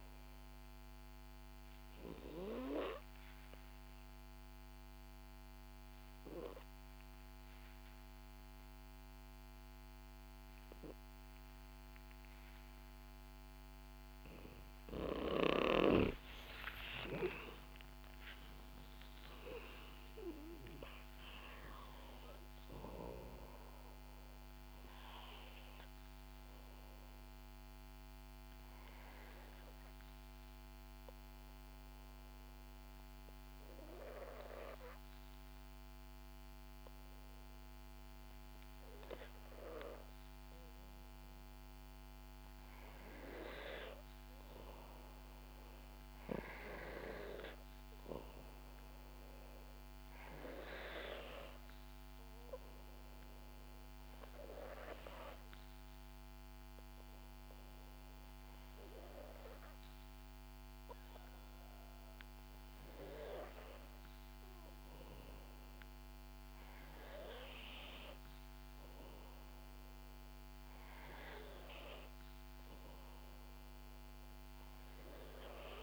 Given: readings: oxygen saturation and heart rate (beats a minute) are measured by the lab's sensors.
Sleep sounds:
breathing in sleep by a microphone on the trachea; 3
0.50-15.00 s: obstructive apnea (oxygen 90% before, 88% lowest, heart rate 70 before, 64 extreme, up 7 after)
16.50-20.00 s: arousal
22.00-37.00 s: oxygen desaturation (device-marked, oxygen 94% before, 89% lowest, heart rate 67 before, 64 extreme)
30.50-42.50 s: obstructive apnea (oxygen 94% before, 89% lowest, heart rate 68 before, 65 extreme, up 4 after)
44.50-49.00 s: arousal
52.50-65.00 s: hypopnea (oxygen 95% before, 91% lowest, heart rate 66 before, 63 extreme, up 1 after)
69.00-72.00 s: arousal
From the record:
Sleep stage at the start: N2 (light sleep); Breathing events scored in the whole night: 415 in 6.4 hours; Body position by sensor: on the back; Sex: female

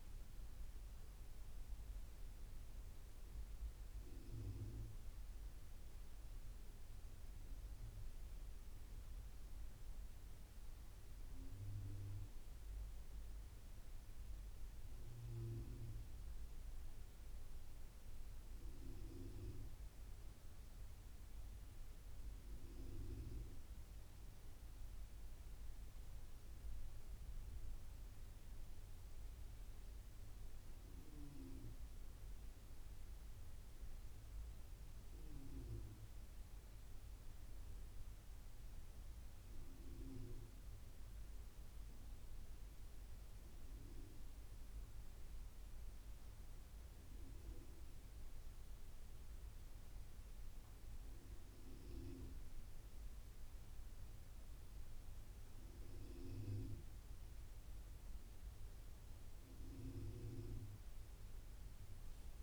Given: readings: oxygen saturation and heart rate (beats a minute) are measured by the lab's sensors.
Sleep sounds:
breathing in sleep by a room microphone; none
none scored
From the record:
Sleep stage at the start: N1 (lightest sleep); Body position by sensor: on the back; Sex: male

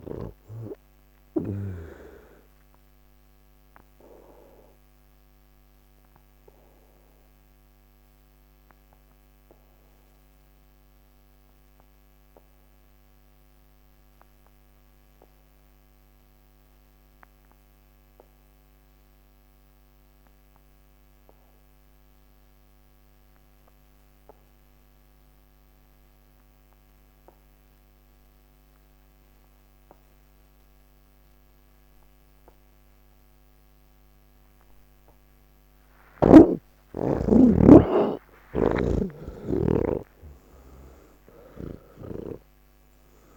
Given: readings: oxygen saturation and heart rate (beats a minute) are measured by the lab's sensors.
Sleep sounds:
breathing in sleep by a microphone on the trachea; 1
0.00-21.00 s: oxygen desaturation (device-marked, oxygen 81% lowest)
0.50-34.50 s: obstructive apnea (oxygen 98% before, 76% lowest)
22.00-43.37 s: new sleep stage, N1 (lightest sleep)
37.00-43.37 s: oxygen desaturation (device-marked, oxygen 96% before, 76% lowest, heart rate 153 before, 127 extreme)
From the record:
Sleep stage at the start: N3 (deep sleep); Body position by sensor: on the back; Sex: male

